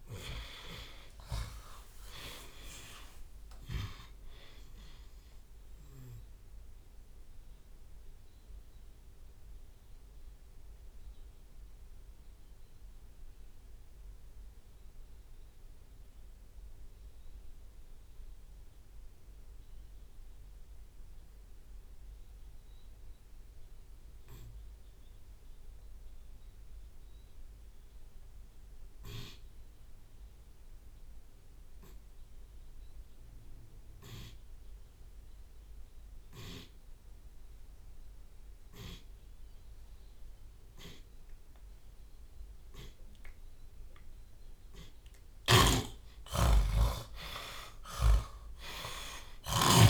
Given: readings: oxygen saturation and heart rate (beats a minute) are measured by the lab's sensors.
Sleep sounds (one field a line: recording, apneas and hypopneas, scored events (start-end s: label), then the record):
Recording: breathing in sleep by a room microphone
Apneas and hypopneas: 1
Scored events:
0.00-4.50 s: drop in pulse transit time (device-marked, heart rate 109 extreme)
0.00-8.50 s: tachycardia (device-marked, heart rate 147 extreme)
0.50-2.50 s: long interval between heartbeats (device-marked, heart rate 65 before, 135 extreme)
3.00-5.00 s: long interval between heartbeats (device-marked, heart rate 77 before, 109 extreme)
6.00-42.50 s: mixed apnea (oxygen 98% before, 77% lowest)
7.50 s: drop in pulse transit time (device-marked)
9.50-30.50 s: oxygen desaturation (device-marked, oxygen 96% before, 77% lowest)
45.00-49.90 s: snoring (device-marked)
46.50-49.90 s: arousal
From the record:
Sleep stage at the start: N2 (light sleep)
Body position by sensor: on the back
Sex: male